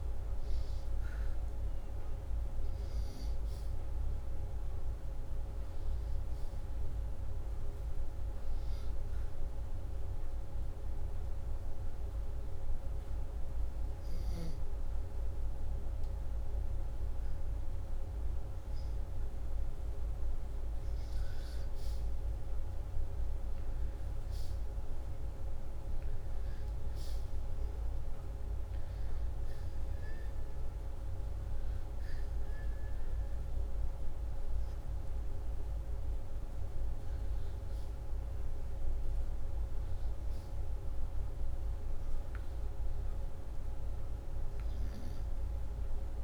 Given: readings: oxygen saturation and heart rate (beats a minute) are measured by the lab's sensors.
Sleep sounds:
breathing in sleep, hard to hear, by a room microphone; 1
0.00-10.00 s: oxygen desaturation (device-marked, oxygen 93% lowest, heart rate 75 extreme)
9.50-20.50 s: obstructive apnea (oxygen 97% before, 94% lowest, heart rate 77 before, 75 extreme, up 3 after)
23.50-26.50 s: arousal
From the record:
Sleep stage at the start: N2 (light sleep); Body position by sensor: upright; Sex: male

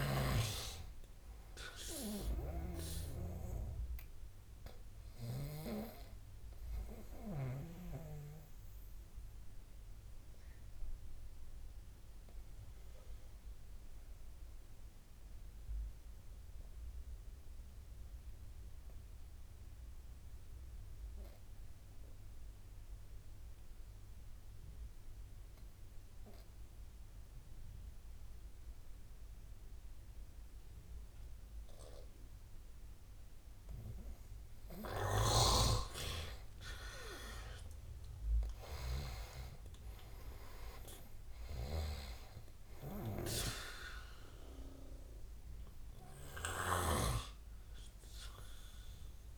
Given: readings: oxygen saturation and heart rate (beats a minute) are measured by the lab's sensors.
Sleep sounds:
breathing in sleep by a room microphone; 1
0.00-19.50 s: oxygen desaturation (device-marked, oxygen 92% lowest, heart rate 72 extreme)
10.00-34.00 s: obstructive apnea (oxygen 98% before, 86% lowest, heart rate 79 before, 71 extreme, up 14 after)
30.50-49.38 s: oxygen desaturation (device-marked, oxygen 99% before, 86% lowest, heart rate 75 before, 69 extreme)
37.00-42.00 s: arousal
From the record:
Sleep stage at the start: N2 (light sleep); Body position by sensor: on the right side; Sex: male

